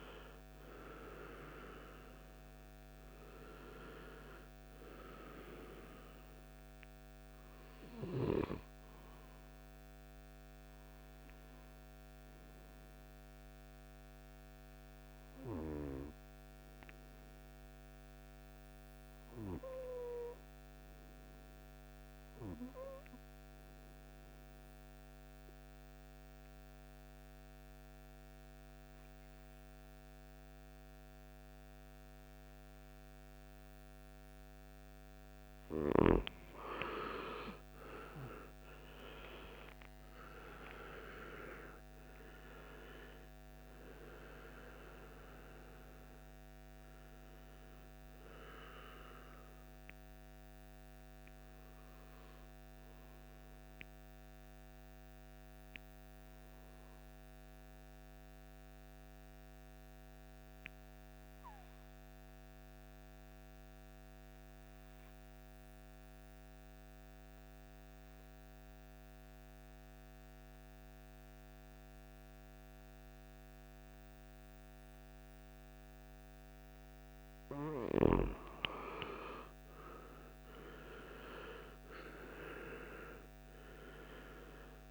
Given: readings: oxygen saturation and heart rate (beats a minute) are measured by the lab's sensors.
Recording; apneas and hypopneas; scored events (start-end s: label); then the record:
breathing in sleep by a microphone on the trachea; 2
0.00-19.50 s: oxygen desaturation (device-marked, oxygen 93% lowest, heart rate 52 extreme)
21.00-35.00 s: obstructive apnea (oxygen 98% before, 91% lowest, heart rate 59 before, 52 extreme, up 28 after)
35.50-58.50 s: oxygen desaturation (device-marked, oxygen 98% before, 91% lowest, heart rate 54 before, 52 extreme)
37.50-41.50 s: arousal
57.00-76.50 s: obstructive apnea (oxygen 98% before, 91% lowest, heart rate 65 before, 52 extreme, up 11 after)
78.50-84.00 s: arousal
80.50-84.91 s: oxygen desaturation (device-marked, oxygen 98% before, 91% lowest, heart rate 58 before, 52 extreme)
From the record:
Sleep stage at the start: N2 (light sleep); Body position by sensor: on the right side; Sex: male